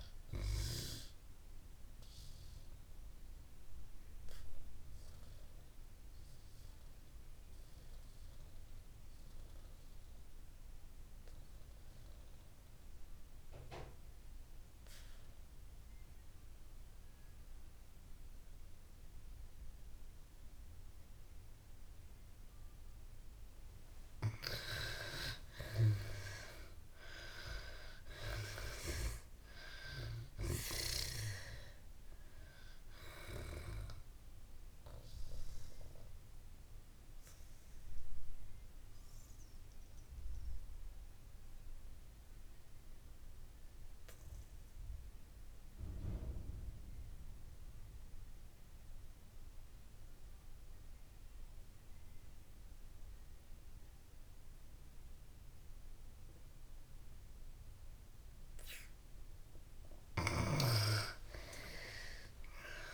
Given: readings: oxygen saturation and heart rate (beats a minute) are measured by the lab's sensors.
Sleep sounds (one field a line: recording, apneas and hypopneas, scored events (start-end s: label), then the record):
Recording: breathing in sleep by a room microphone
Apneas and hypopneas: 2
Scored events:
0.00-19.00 s: oxygen desaturation (device-marked, oxygen 80% lowest)
1.00-23.50 s: obstructive apnea (oxygen 98% before, 75% lowest)
21.00-51.00 s: oxygen desaturation (device-marked, oxygen 97% before, 75% lowest)
26.00-29.00 s: arousal
35.00-58.00 s: obstructive apnea (oxygen 97% before, 73% lowest)
56.00-62.94 s: oxygen desaturation (device-marked, oxygen 97% before, 74% lowest)
60.50-62.94 s: arousal
From the record:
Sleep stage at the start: N2 (light sleep)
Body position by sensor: on the back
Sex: female